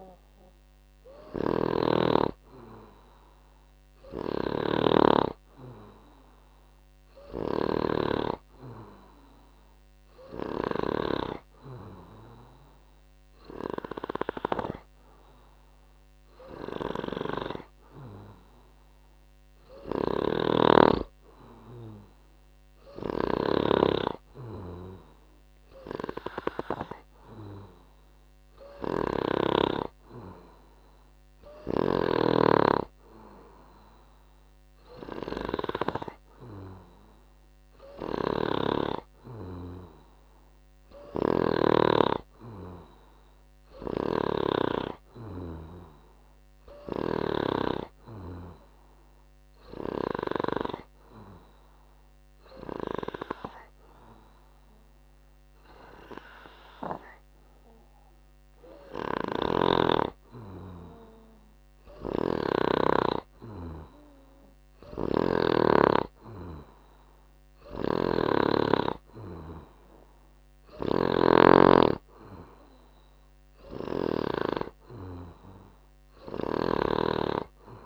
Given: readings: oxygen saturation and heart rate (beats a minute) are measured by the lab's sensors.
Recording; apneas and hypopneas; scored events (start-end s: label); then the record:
breathing in sleep by a microphone on the trachea; none
0.00-5.00 s: snoring (device-marked)
20.00-29.50 s: snoring (device-marked)
38.00-44.50 s: snoring (device-marked)
59.00-65.50 s: snoring (device-marked)
67.50-71.00 s: snoring (device-marked)
73.50-77.50 s: arousal
From the record:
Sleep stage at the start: N2 (light sleep); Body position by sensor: on the back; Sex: male